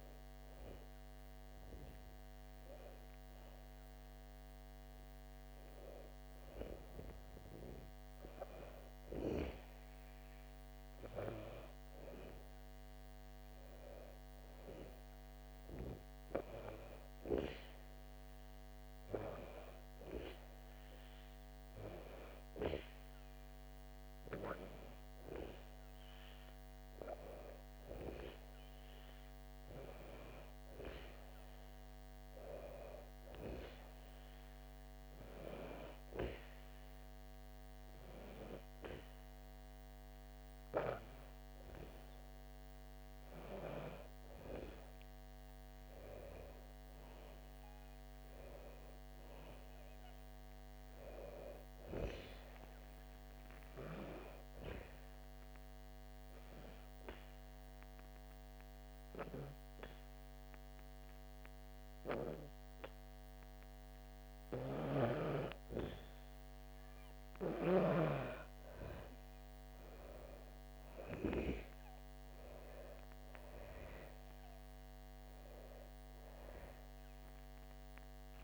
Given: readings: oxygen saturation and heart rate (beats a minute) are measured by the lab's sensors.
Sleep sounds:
breathing in sleep by a microphone on the trachea; 2
14.00-18.00 s: arousal
35.50-45.50 s: hypopnea (oxygen 97% before, 93% lowest, heart rate 68 before, 63 extreme, up 2 after)
47.50-50.50 s: arousal
55.50-65.50 s: obstructive apnea (oxygen 95% before, 93% lowest, heart rate 70 before, 63 extreme, up 3 after)
68.00-71.00 s: arousal
From the record:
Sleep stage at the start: N2 (light sleep); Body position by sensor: on the back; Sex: female

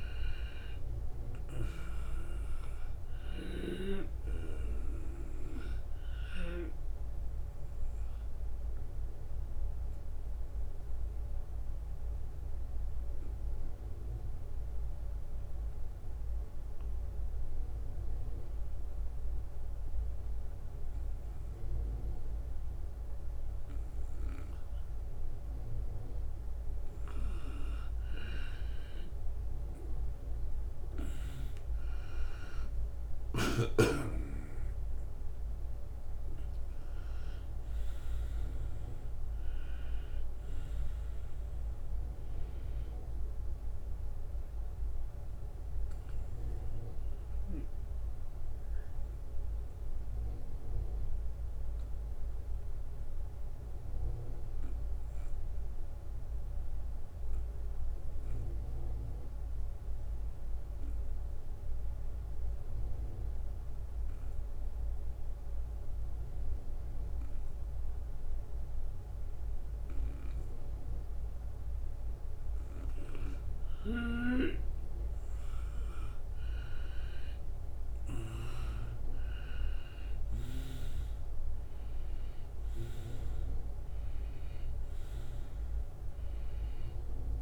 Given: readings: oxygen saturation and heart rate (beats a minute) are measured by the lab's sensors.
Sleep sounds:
breathing in sleep by a room microphone; 2
0.00-18.50 s: oxygen desaturation (device-marked, oxygen 93% lowest, heart rate 78 extreme)
8.50-26.50 s: obstructive apnea (oxygen 98% before, 91% lowest, heart rate 81 before, 75 extreme, up 7 after)
28.50-45.50 s: oxygen desaturation (device-marked, oxygen 96% before, 91% lowest, heart rate 79 before, 75 extreme)
31.00-36.00 s: arousal
31.50-44.50 s: drop in pulse transit time (device-marked, heart rate 79 before, 83 extreme)
46.00-72.50 s: obstructive apnea (oxygen 96% before, 92% lowest, heart rate 85 before, 76 extreme, up 5 after)
74.50-87.42 s: oxygen desaturation (device-marked, oxygen 96% before, 92% lowest, heart rate 78 before, 75 extreme)
75.00-80.00 s: arousal
From the record:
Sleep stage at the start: N2 (light sleep); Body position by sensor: on the right side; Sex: male

